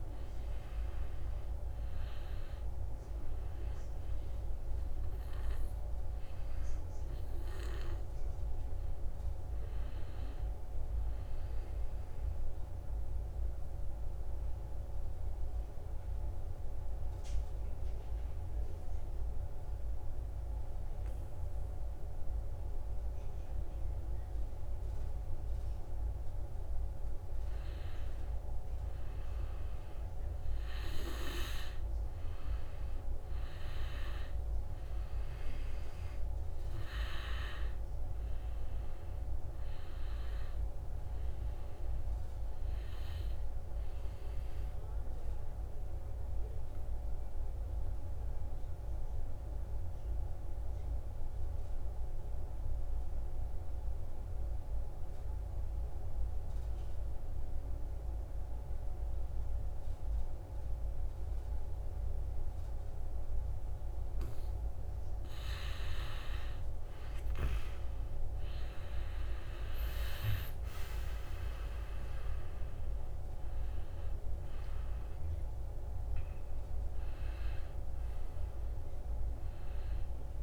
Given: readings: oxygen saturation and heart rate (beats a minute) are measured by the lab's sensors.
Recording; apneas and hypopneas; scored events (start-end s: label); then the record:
breathing in sleep by a room microphone; 2
0.00-16.50 s: oxygen desaturation (device-marked, oxygen 89% lowest, heart rate 64 extreme)
13.50-27.50 s: obstructive apnea (oxygen 95% before, 85% lowest, heart rate 70 before, 64 extreme, up 5 after)
27.50-31.50 s: arousal
33.50-52.50 s: oxygen desaturation (device-marked, oxygen 96% before, 91% lowest, heart rate 66 before, 64 extreme)
45.00-64.00 s: obstructive apnea (oxygen 97% before, 85% lowest, heart rate 67 before, 64 extreme, up 5 after)
62.50-80.43 s: oxygen desaturation (device-marked, oxygen 97% before, 85% lowest, heart rate 69 before, 62 extreme)
66.50-71.50 s: arousal
From the record:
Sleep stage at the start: N2 (light sleep); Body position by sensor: on the back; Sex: male